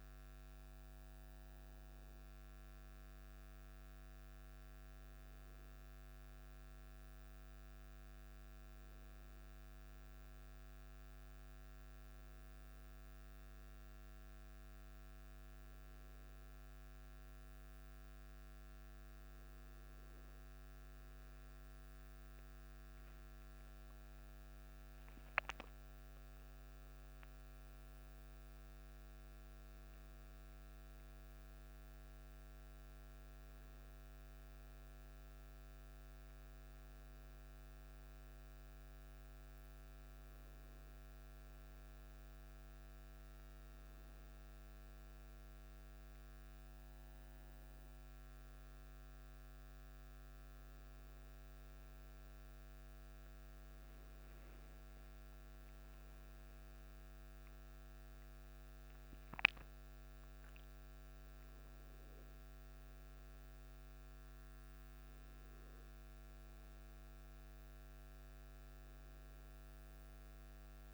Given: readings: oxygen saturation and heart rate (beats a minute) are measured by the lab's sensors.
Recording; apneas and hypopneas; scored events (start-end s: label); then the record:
breathing in sleep, hard to hear, by a microphone on the trachea; none
25.00-29.50 s: arousal
From the record:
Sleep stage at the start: N1 (lightest sleep); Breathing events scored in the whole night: 46 in 3.9 hours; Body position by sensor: on the back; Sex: male